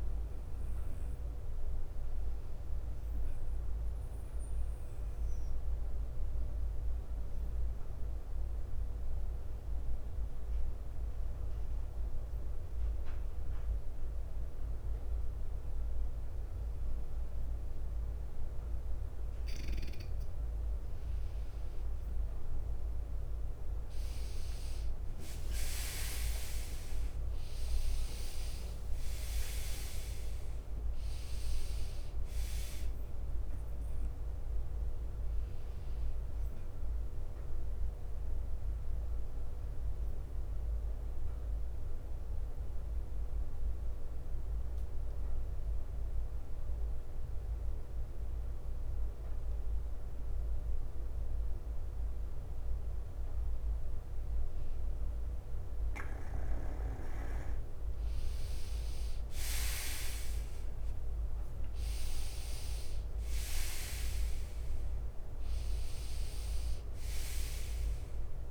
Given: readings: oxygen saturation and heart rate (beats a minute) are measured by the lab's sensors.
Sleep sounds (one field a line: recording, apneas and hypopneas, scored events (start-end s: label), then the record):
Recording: breathing in sleep by a room microphone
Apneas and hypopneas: 2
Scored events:
0.00-5.00 s: oxygen desaturation (device-marked, oxygen 92% lowest, heart rate 55 extreme)
0.00-19.00 s: bradycardia (device-marked, heart rate 55 extreme)
0.50-19.00 s: hypopnea (oxygen 98% before, 92% lowest, heart rate 61 before, 56 extreme, up 9 after)
22.50-26.50 s: arousal
24.00-37.00 s: drop in pulse transit time (device-marked, heart rate 57 before, 63 extreme)
24.50-30.50 s: leg movement (device-marked)
36.00-55.00 s: bradycardia (device-marked, heart rate 63 before, 56 extreme)
39.50-54.00 s: obstructive apnea (oxygen 98% before, 94% lowest, heart rate 64 before, 54 extreme, up 7 after)
57.00-60.00 s: arousal
61.00-64.00 s: leg movement (device-marked)
62.00-68.50 s: oxygen desaturation (device-marked, oxygen 98% before, 94% lowest, heart rate 59 before, 54 extreme)
64.50-66.00 s: leg movement (device-marked)
67.00-68.50 s: bradycardia (device-marked, heart rate 63 before, 54 extreme)
From the record:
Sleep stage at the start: N2 (light sleep)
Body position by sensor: on the right side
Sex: male